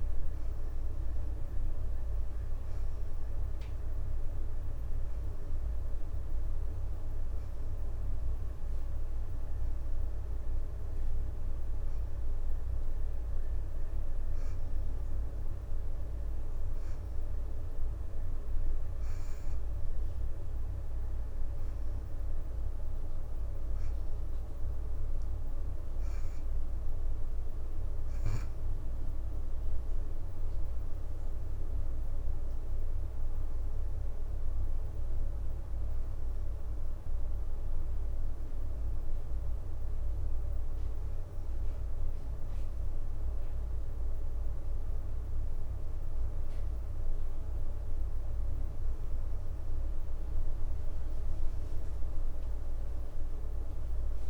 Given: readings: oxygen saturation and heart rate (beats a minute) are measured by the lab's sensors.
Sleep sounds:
breathing in sleep, hard to hear, by a room microphone; none
none scored
From the record:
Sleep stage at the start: N2 (light sleep); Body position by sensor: on the back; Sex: female

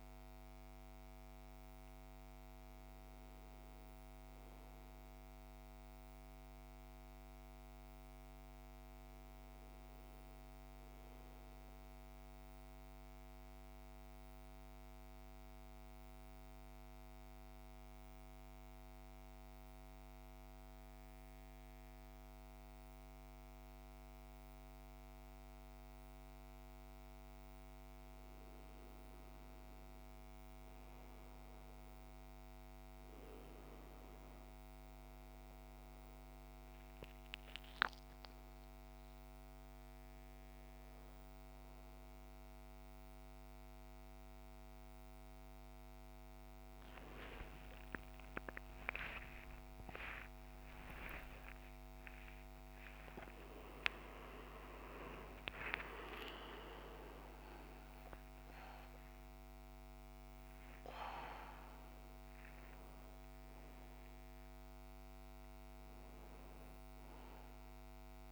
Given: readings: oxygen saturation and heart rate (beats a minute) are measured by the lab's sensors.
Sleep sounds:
a person partly awake in a sleep study, by a microphone on the trachea; 1
0.00-7.00 s: oxygen desaturation (device-marked, oxygen 86% lowest, heart rate 54 extreme)
8.00-10.50 s: arousal
12.00-27.00 s: central apnea (oxygen 99% before, 90% lowest, heart rate 62 before, 54 extreme, up 9 after)
30.00-50.00 s: oxygen desaturation (device-marked, oxygen 99% before, 90% lowest, heart rate 57 before, 46 extreme)
47.00-68.32 s: new sleep stage, awake
From the record:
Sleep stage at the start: N2 (light sleep); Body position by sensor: on the back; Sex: male

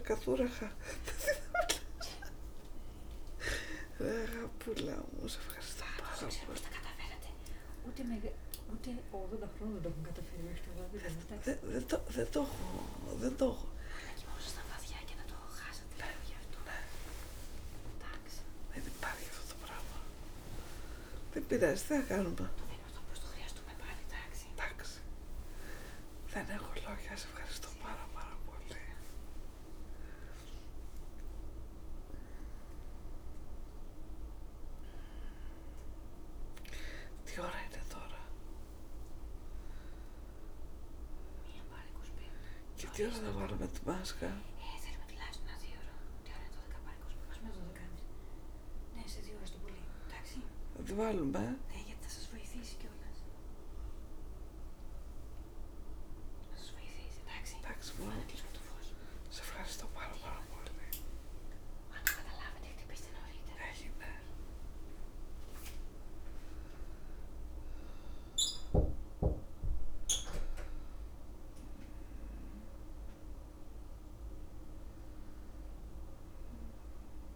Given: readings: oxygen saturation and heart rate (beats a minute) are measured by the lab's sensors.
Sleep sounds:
a person awake in a sleep study, by a room microphone; none
0.00-3.00 s: bradycardia (device-marked, heart rate 48 extreme)
From the record:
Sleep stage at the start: awake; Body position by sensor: on the back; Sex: female

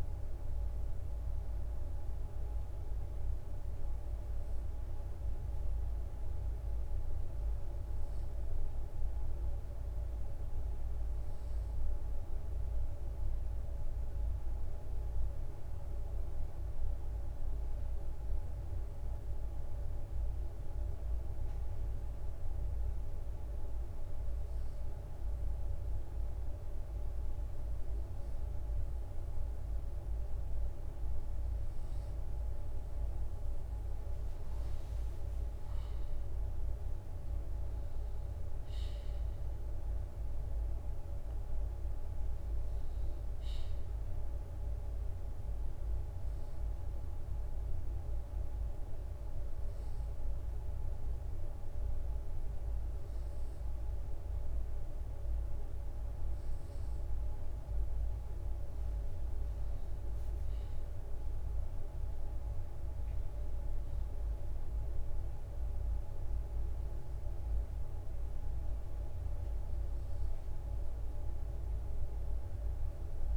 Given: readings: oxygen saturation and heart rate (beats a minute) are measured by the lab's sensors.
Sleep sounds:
breathing in sleep, hard to hear, by a room microphone; 2
0.00-36.00 s: bradycardia (device-marked, heart rate 49 extreme)
20.00-28.00 s: drop in pulse transit time (device-marked, heart rate 51 before, 53 extreme)
20.50-32.00 s: hypopnea (oxygen 95% before, 92% lowest, heart rate 51 before, 51 extreme, up 7 after)
33.50-37.00 s: arousal
41.00-73.37 s: bradycardia (device-marked, heart rate 63 before, 48 extreme)
47.50-58.50 s: hypopnea (oxygen 94% before, 93% lowest, heart rate 56 before, 51 extreme, up 7 after)
60.50-64.00 s: arousal
From the record:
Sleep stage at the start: N2 (light sleep); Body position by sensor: on the left side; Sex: male

